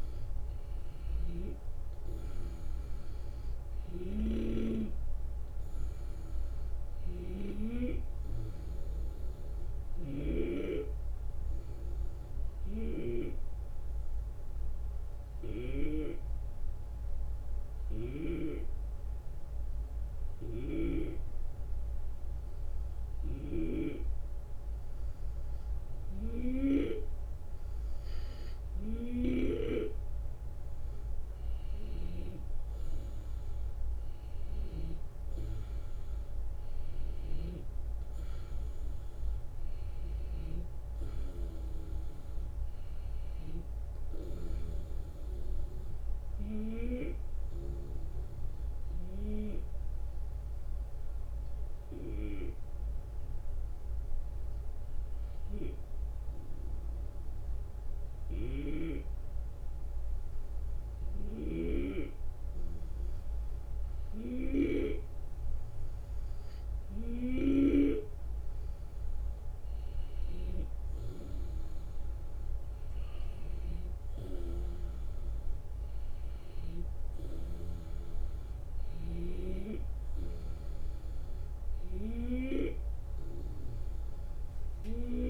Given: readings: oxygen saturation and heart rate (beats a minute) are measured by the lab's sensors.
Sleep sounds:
breathing in sleep by a room microphone; 2
0.00-2.00 s: arousal
0.00-18.00 s: snoring (device-marked)
11.00-27.00 s: obstructive apnea (oxygen 95% before, 91% lowest, heart rate 77 before, 72 extreme, up 7 after)
20.00-29.50 s: snoring (device-marked)
31.50-35.50 s: arousal
46.50-64.50 s: obstructive apnea (oxygen 94% before, 91% lowest, heart rate 78 before, 73 extreme, up 4 after)
58.00-70.50 s: snoring (device-marked)
67.50-73.00 s: arousal
From the record:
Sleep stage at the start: N2 (light sleep); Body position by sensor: on the back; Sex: male

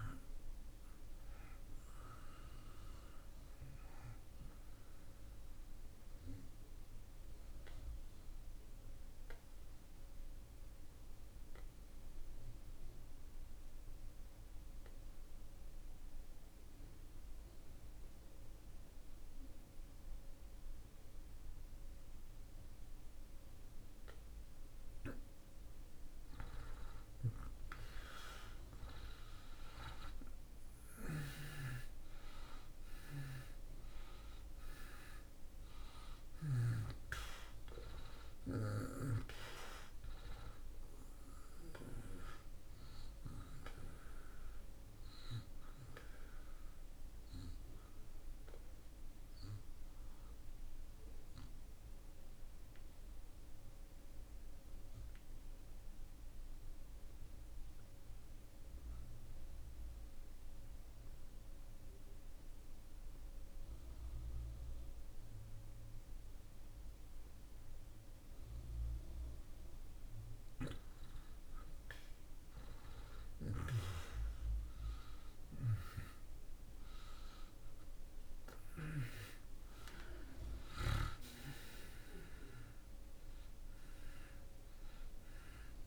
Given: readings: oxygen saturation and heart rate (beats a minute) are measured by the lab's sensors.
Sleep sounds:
breathing in sleep by a room microphone; 2
0.00-18.50 s: oxygen desaturation (device-marked, oxygen 80% lowest)
6.00-24.50 s: obstructive apnea (oxygen 96% before, 80% lowest)
26.50-31.00 s: arousal
31.50-61.50 s: oxygen desaturation (device-marked, oxygen 96% before, 80% lowest)
47.50-68.50 s: obstructive apnea (oxygen 96% before, 77% lowest)
71.00-76.00 s: arousal
72.50-85.87 s: oxygen desaturation (device-marked, oxygen 97% before, 77% lowest)
From the record:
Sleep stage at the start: N2 (light sleep); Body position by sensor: on the back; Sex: male

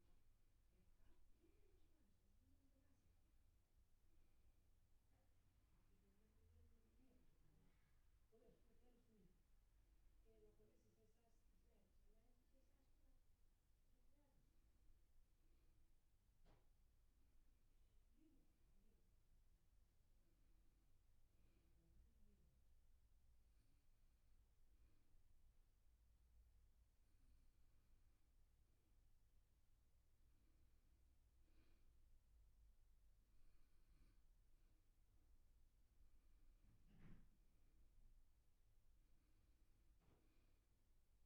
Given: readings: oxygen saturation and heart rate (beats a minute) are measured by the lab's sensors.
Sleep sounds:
breathing in sleep, hard to hear, by a room microphone; none
none scored
From the record:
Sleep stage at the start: N2 (light sleep); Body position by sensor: on the back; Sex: male

